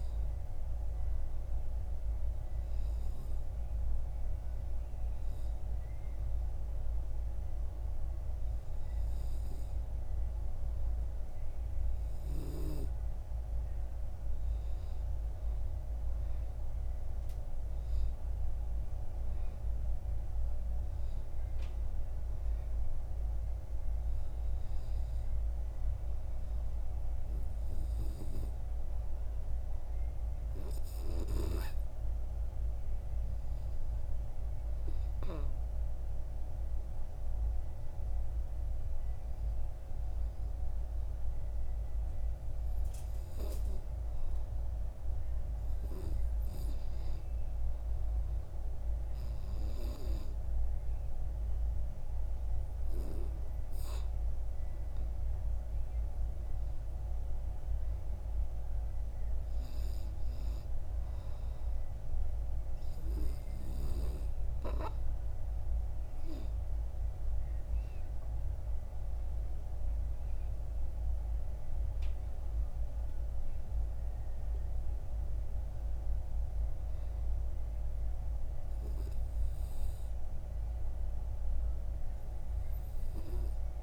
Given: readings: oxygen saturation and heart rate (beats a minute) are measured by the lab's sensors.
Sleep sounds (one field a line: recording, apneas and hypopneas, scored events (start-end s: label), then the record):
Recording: breathing in sleep by a room microphone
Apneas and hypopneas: none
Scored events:
67.50-72.00 s: arousal
From the record:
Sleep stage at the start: N2 (light sleep)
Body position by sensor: on the back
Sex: male